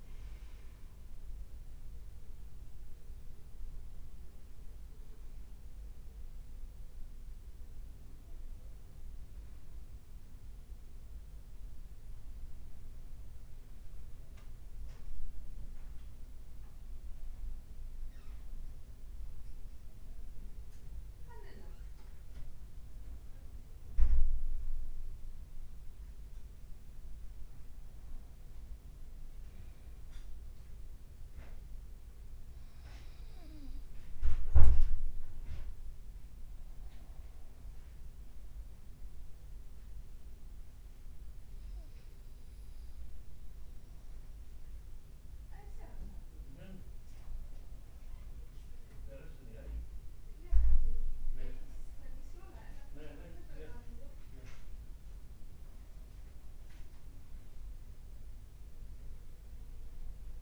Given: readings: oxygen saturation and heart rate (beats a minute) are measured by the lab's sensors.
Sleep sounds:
breathing in sleep by a room microphone; 1
22.00-24.50 s: leg movement (device-marked)
37.50-48.50 s: obstructive apnea (oxygen 95% before, 93% lowest, heart rate 55 before, 52 extreme, up 5 after)
50.50-55.50 s: arousal
52.00-57.50 s: leg movement (device-marked)
From the record:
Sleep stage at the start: N2 (light sleep); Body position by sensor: on the right side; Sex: male

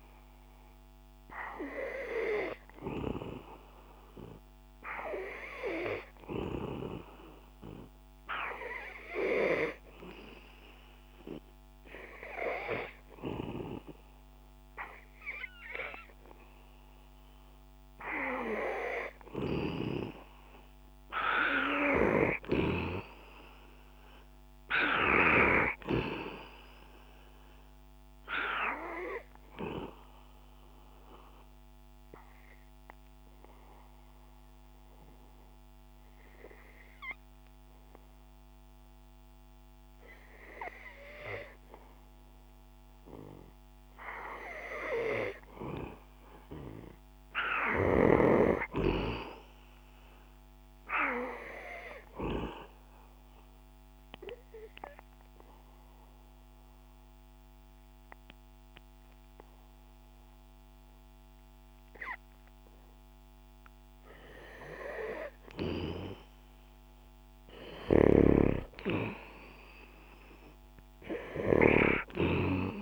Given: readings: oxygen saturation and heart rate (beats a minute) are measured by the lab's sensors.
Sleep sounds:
breathing in sleep by a microphone on the trachea; 3
5.50-18.50 s: hypopnea (oxygen 97% before, 90% lowest, heart rate 65 before, 63 extreme, up 5 after)
12.00-21.00 s: oxygen desaturation (device-marked, oxygen 96% before, 91% lowest, heart rate 66 before, 63 extreme)
25.00-28.00 s: arousal
30.00-46.50 s: hypopnea (oxygen 97% before, 90% lowest, heart rate 70 before, 63 extreme, up 8 after)
48.50-51.00 s: arousal
54.50-66.50 s: hypopnea (oxygen 96% before, 90% lowest, heart rate 68 before, 66 extreme, up 2 after)
56.00-70.00 s: oxygen desaturation (device-marked, oxygen 96% before, 90% lowest, heart rate 68 before, 66 extreme)
68.00-72.00 s: snoring (device-marked)
69.00-72.81 s: arousal
From the record:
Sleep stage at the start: N2 (light sleep); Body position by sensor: on the back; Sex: male

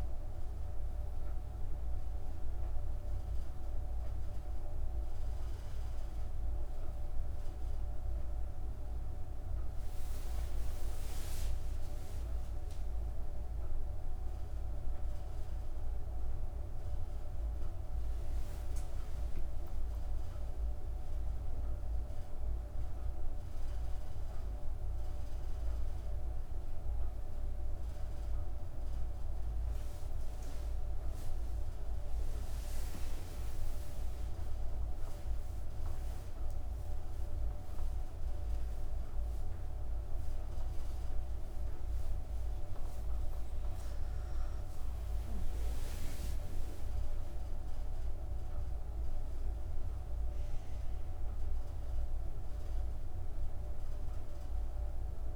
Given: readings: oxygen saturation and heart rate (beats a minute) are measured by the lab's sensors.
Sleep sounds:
breathing in sleep, hard to hear, by a room microphone; none
14.50-18.50 s: arousal
From the record:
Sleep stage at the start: N1 (lightest sleep); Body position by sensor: on the back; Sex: female

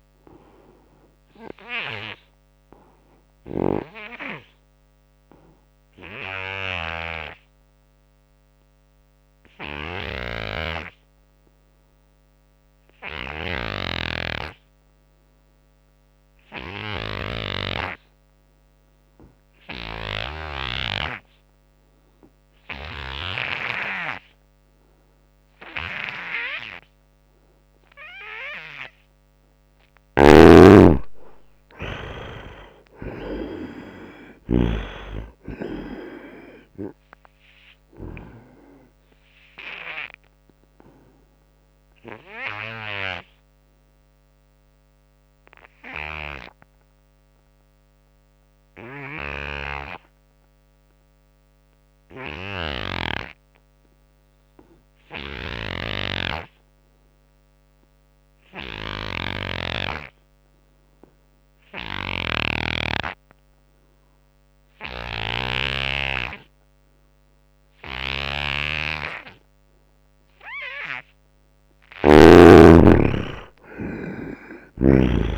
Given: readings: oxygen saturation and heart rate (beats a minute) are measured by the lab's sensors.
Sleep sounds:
breathing in sleep by a microphone on the trachea; 2
0.00-14.50 s: oxygen desaturation (device-marked, oxygen 73% lowest, heart rate 76 extreme)
0.50-29.00 s: obstructive apnea (oxygen 97% before, 73% lowest, heart rate 80 before, 76 extreme, up 18 after)
10.00-14.00 s: snoring (device-marked)
16.50-57.50 s: oxygen desaturation (device-marked, oxygen 96% before, 74% lowest, heart rate 85 before, 74 extreme)
26.50-28.50 s: long interval between heartbeats (device-marked, heart rate 81 before, 86 extreme)
29.00-31.00 s: long interval between heartbeats (device-marked, heart rate 81 before, 94 extreme)
29.50-34.50 s: snoring (device-marked)
30.00-33.00 s: arousal
38.50-71.00 s: obstructive apnea (oxygen 96% before, 74% lowest, heart rate 83 before, 74 extreme, up 24 after)
40.00-42.00 s: long interval between heartbeats (device-marked, heart rate 84 before, 96 extreme)
49.00-59.50 s: snoring (device-marked)
59.50-75.38 s: oxygen desaturation (device-marked, oxygen 97% before, 74% lowest, heart rate 87 before, 77 extreme)
61.50-75.38 s: snoring (device-marked)
66.50-68.50 s: long interval between heartbeats (device-marked, heart rate 80 before, 78 extreme)
69.00-71.00 s: long interval between heartbeats (device-marked, heart rate 79 before, 87 extreme)
72.00-75.38 s: arousal
From the record:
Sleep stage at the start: N2 (light sleep); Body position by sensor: on the right side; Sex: male

